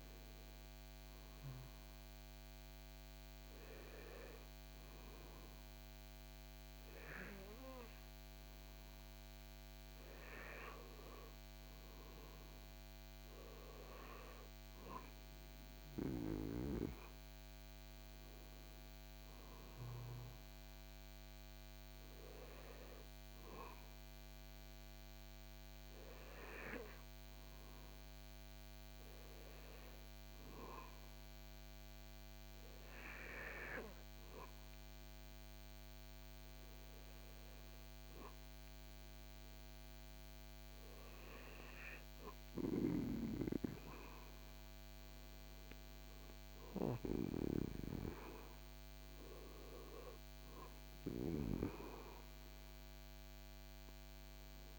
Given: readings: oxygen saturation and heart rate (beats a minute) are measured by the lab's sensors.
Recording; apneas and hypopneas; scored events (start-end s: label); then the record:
breathing in sleep by a microphone on the trachea; 2
0.00-3.50 s: oxygen desaturation (device-marked, oxygen 93% lowest, heart rate 68 extreme)
0.50-11.00 s: hypopnea (oxygen 96% before, 93% lowest, heart rate 78 before, 69 extreme, up 11 after)
12.50-15.50 s: arousal
29.00-43.50 s: hypopnea (oxygen 96% before, 93% lowest, heart rate 73 before, 74 extreme, up 6 after)
45.50-49.00 s: arousal
From the record:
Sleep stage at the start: N2 (light sleep); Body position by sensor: on the back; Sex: male